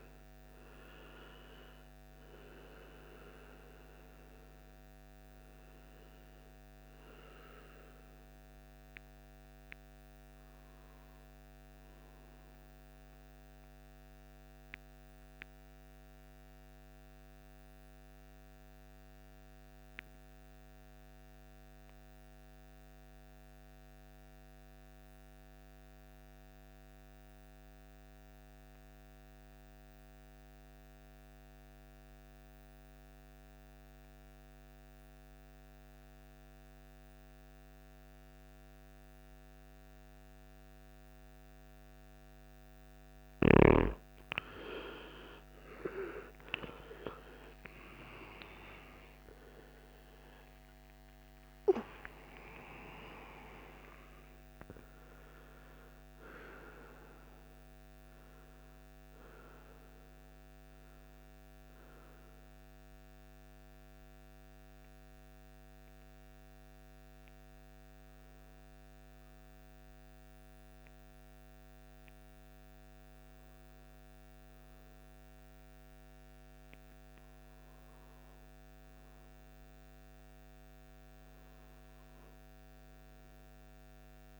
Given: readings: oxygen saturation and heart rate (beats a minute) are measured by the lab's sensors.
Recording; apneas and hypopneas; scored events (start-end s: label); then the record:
breathing in sleep by a microphone on the trachea; 2
0.00-18.50 s: oxygen desaturation (device-marked, oxygen 91% lowest, heart rate 52 extreme)
12.00-41.50 s: mixed apnea (oxygen 98% before, 87% lowest, heart rate 62 before, 52 extreme, up 31 after)
37.50-74.50 s: oxygen desaturation (device-marked, oxygen 98% before, 87% lowest, heart rate 54 before, 49 extreme)
44.50-74.50 s: new sleep stage, N1 (lightest sleep)
46.00-52.00 s: arousal
61.00-76.50 s: hypopnea (oxygen 97% before, 87% lowest, heart rate 86 before, 49 extreme, up 0 after)
74.50-84.40 s: new sleep stage, N2 (light sleep)
78.50-83.00 s: arousal
From the record:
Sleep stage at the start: N2 (light sleep); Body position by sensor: on the right side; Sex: male